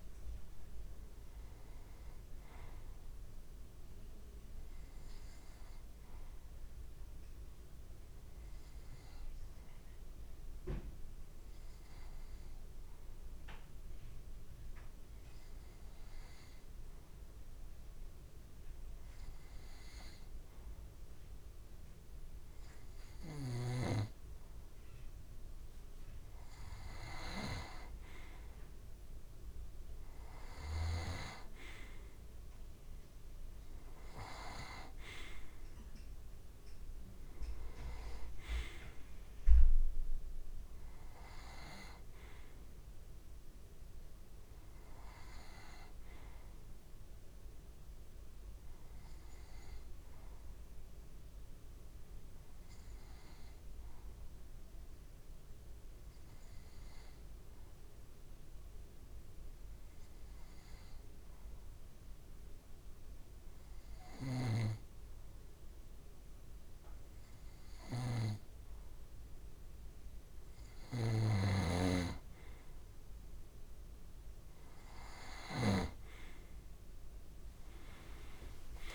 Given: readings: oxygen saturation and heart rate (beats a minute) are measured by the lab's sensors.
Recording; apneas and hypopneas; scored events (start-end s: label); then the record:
breathing in sleep by a room microphone; 2
9.00-25.00 s: obstructive apnea (oxygen 96% before, 90% lowest)
26.50-49.50 s: oxygen desaturation (device-marked, oxygen 93% before, 90% lowest)
27.50-31.00 s: arousal
50.50-69.00 s: obstructive apnea (oxygen 93% before, 90% lowest)
64.00-75.50 s: snoring (device-marked)
70.50-78.94 s: oxygen desaturation (device-marked, oxygen 95% before, 90% lowest)
75.00-78.94 s: arousal
From the record:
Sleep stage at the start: N2 (light sleep); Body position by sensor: on the right side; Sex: male